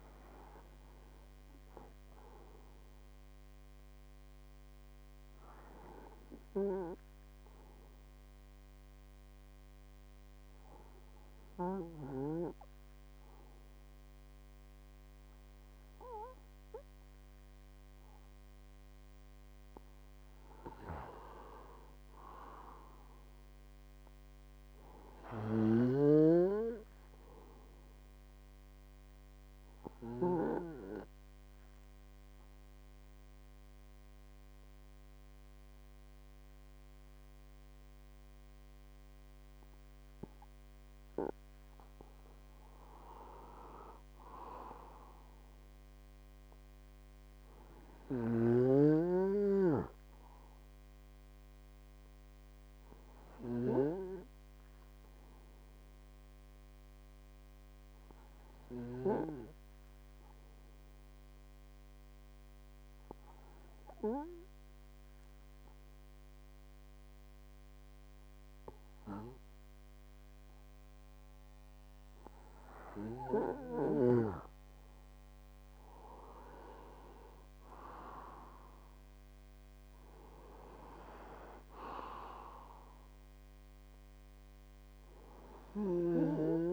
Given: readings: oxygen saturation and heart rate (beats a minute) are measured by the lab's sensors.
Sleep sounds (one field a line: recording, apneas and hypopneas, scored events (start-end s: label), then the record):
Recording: breathing in sleep by a microphone on the trachea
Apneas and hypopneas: 3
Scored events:
7.50-20.00 s: hypopnea (oxygen 98% before, 95% lowest, heart rate 64 before, 51 extreme, up 27 after)
21.50-25.50 s: arousal
30.00-41.00 s: obstructive apnea (oxygen 98% before, 95% lowest, heart rate 60 before, 51 extreme, up 32 after)
43.00-46.50 s: arousal
56.00-71.50 s: hypopnea (oxygen 98% before, 95% lowest, heart rate 71 before, 49 extreme, up 44 after)
75.00-78.50 s: arousal
From the record:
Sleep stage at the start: N2 (light sleep)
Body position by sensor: on the right side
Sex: male